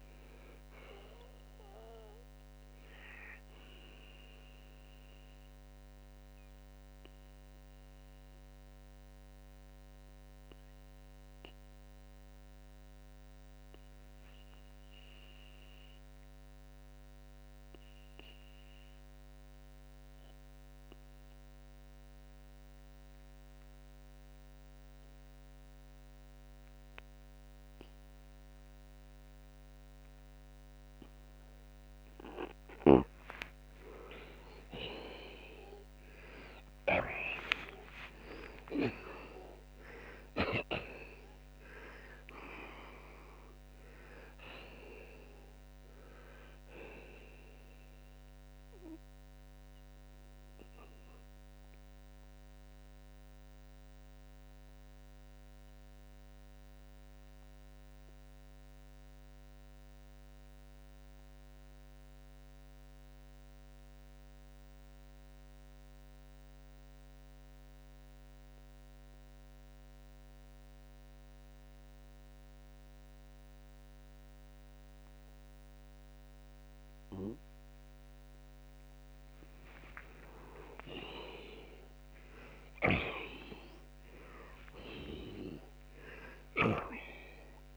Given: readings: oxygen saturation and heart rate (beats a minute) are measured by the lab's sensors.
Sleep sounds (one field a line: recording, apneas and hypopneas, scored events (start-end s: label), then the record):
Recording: breathing in sleep by a microphone on the trachea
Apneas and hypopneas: 2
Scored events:
4.50-31.50 s: obstructive apnea (oxygen 93% before, 83% lowest)
16.50-33.50 s: oxygen desaturation (device-marked, oxygen 93% before, 86% lowest)
33.50-38.50 s: arousal
49.00-78.50 s: obstructive apnea (oxygen 93% before, 83% lowest, heart rate 132 before, 45 extreme)
61.50-79.50 s: oxygen desaturation (device-marked, oxygen 93% before, 83% lowest, heart rate 127 before, 59 extreme)
80.50-85.50 s: arousal
82.50-87.00 s: snoring (device-marked)
From the record:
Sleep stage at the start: N2 (light sleep)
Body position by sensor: on the back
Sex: male